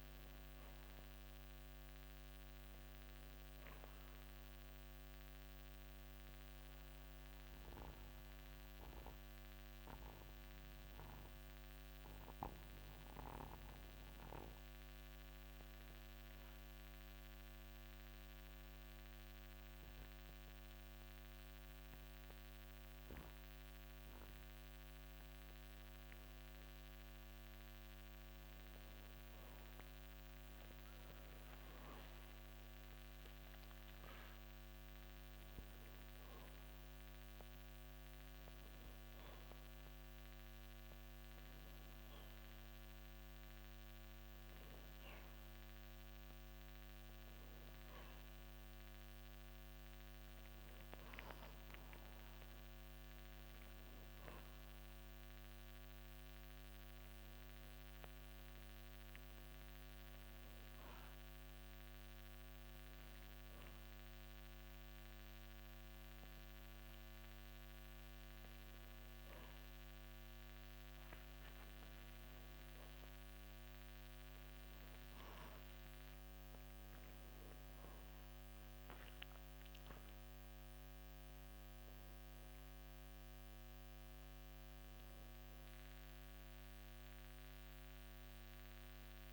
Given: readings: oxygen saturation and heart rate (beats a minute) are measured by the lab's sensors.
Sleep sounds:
a person partly awake in a sleep study, hard to hear, by a microphone on the trachea; 1
0.00-1.00 s: oxygen desaturation (device-marked, oxygen 92% lowest, heart rate 54 extreme)
4.50-26.50 s: mixed apnea (oxygen 97% before, 93% lowest, heart rate 59 before, 55 extreme, up 0 after)
29.00-52.00 s: oxygen desaturation (device-marked, oxygen 98% before, 93% lowest, heart rate 55 before, 55 extreme)
30.50-34.50 s: arousal
51.00-89.33 s: new sleep stage, awake
From the record:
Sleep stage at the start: N2 (light sleep); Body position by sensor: on the back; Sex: male

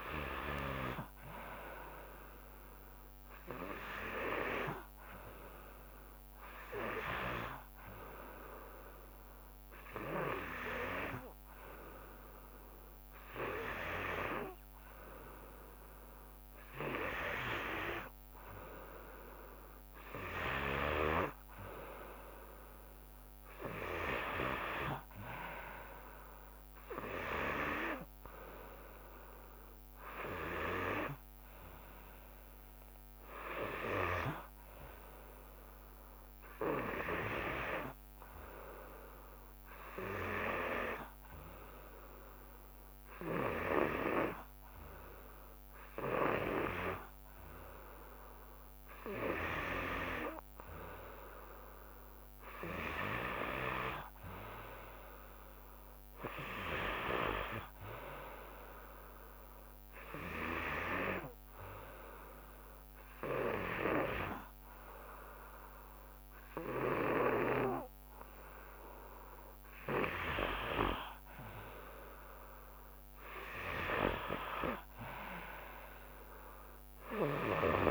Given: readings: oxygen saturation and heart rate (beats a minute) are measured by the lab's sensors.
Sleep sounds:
breathing in sleep by a microphone on the trachea; 1
62.00-72.00 s: obstructive apnea (oxygen 96% before, 92% lowest, heart rate 72 before, 70 extreme, up 4 after)
75.00-77.91 s: arousal
From the record:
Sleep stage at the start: N2 (light sleep); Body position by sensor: on the back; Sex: female

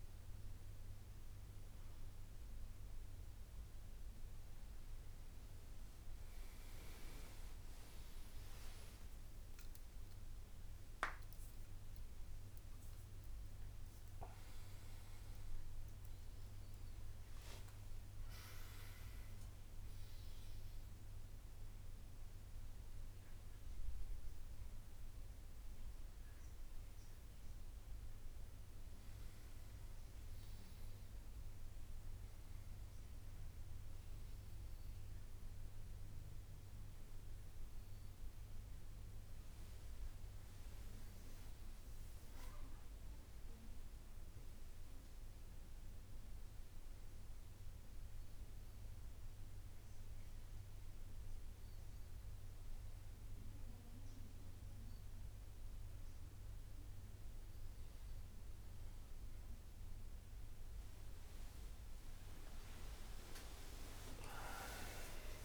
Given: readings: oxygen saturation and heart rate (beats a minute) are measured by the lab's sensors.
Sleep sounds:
a person awake in a sleep study, by a room microphone; none
1.50-16.50 s: tachycardia (device-marked, heart rate 75 before, 165 extreme)
10.50-12.50 s: long interval between heartbeats (device-marked, heart rate 95 before, 116 extreme)
12.50-14.50 s: long interval between heartbeats (device-marked, heart rate 96 before, 142 extreme)
15.50-24.50 s: oxygen desaturation (device-marked, oxygen 98% before, 94% lowest, heart rate 105 before, 69 extreme)
16.00-18.00 s: long interval between heartbeats (device-marked, heart rate 105 before, 152 extreme)
31.50-46.50 s: drop in pulse transit time (device-marked, heart rate 104 before, 71 extreme)
45.00-47.00 s: long interval between heartbeats (device-marked, heart rate 72 before, 83 extreme)
46.50-54.50 s: tachycardia (device-marked, heart rate 78 before, 158 extreme)
48.50-50.50 s: long interval between heartbeats (device-marked, heart rate 75 before, 99 extreme)
50.50-52.50 s: long interval between heartbeats (device-marked, heart rate 79 before, 141 extreme)
53.00-55.00 s: long interval between heartbeats (device-marked, heart rate 86 before, 147 extreme)
55.50-57.50 s: long interval between heartbeats (device-marked, heart rate 97 before, 117 extreme)
63.50-65.45 s: drop in pulse transit time (device-marked, heart rate 104 before, 75 extreme)
63.50-65.45 s: long interval between heartbeats (device-marked, heart rate 104 before, 82 extreme)
From the record:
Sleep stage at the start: awake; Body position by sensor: on the right side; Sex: male

